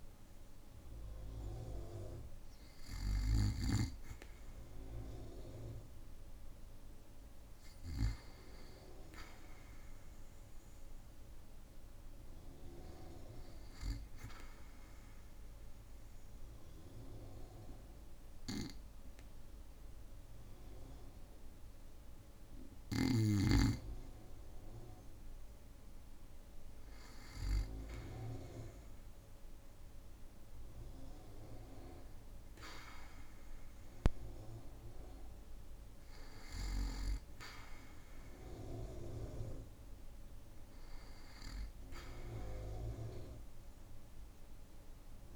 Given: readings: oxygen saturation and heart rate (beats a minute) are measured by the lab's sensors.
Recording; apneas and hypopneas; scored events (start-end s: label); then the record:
breathing in sleep by a room microphone; 1
14.00-25.00 s: obstructive apnea (oxygen 98% before, 96% lowest, heart rate 57 before, 55 extreme, up 2 after)
28.00-32.00 s: arousal
From the record:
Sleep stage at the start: N2 (light sleep); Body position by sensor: on the back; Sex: male